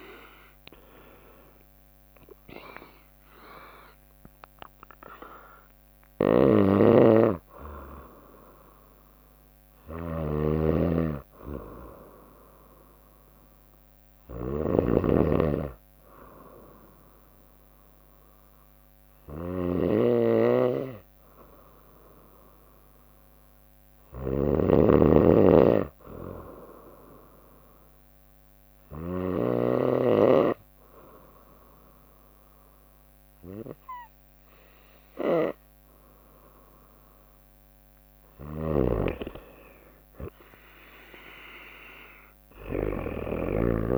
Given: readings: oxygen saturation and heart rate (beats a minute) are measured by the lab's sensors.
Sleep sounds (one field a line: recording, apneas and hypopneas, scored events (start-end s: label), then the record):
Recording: breathing in sleep by a microphone on the trachea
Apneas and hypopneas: 1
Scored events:
1.00-13.00 s: drop in pulse transit time (device-marked, heart rate 64 before, 63 extreme)
2.00-5.50 s: arousal
5.00-22.00 s: oxygen desaturation (device-marked, oxygen 97% before, 94% lowest, heart rate 64 before, 59 extreme)
6.00-29.00 s: snoring (device-marked)
28.50-38.50 s: obstructive apnea (oxygen 97% before, 94% lowest, heart rate 63 before, 61 extreme, up 2 after)
32.00-43.97 s: drop in pulse transit time (device-marked, heart rate 62 before, 63 extreme)
38.50-43.97 s: snoring (device-marked)
41.00-43.97 s: arousal
From the record:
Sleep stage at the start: N2 (light sleep)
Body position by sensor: on the right side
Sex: female